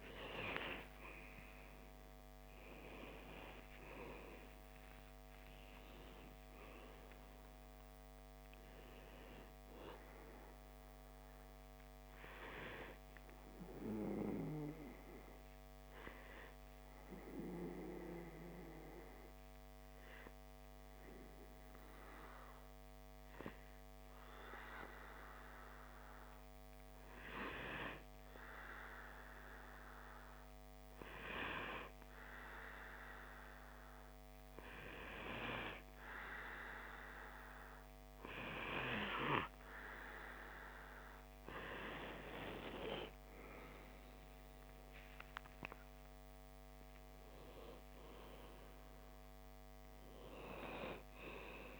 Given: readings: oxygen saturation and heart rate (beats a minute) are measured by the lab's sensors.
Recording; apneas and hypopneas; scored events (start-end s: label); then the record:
breathing in sleep by a microphone on the trachea; 1
0.00-4.50 s: arousal
16.00-35.50 s: hypopnea (oxygen 95% before, 95% lowest, heart rate 62 before, 58 extreme, up 0 after)
40.50-44.50 s: arousal
From the record:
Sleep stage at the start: N2 (light sleep); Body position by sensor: on the back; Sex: male